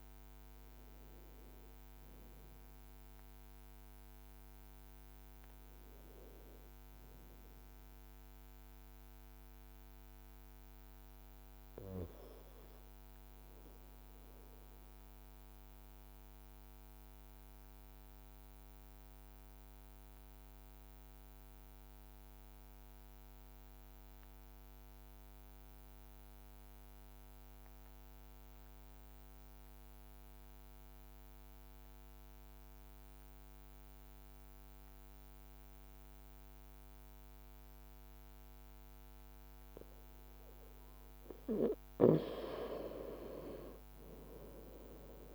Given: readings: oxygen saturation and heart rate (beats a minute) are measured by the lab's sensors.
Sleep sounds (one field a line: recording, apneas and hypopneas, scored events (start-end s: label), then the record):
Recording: breathing in sleep by a microphone on the trachea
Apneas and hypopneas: 1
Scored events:
2.00-6.00 s: arousal
2.50-10.50 s: oxygen desaturation (device-marked, oxygen 96% before, 93% lowest, heart rate 59 before, 53 extreme)
8.50-40.00 s: obstructive apnea (oxygen 96% before, 94% lowest, heart rate 57 before, 53 extreme, up 3 after)
43.00-45.35 s: arousal
From the record:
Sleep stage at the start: N2 (light sleep)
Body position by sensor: on the right side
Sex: male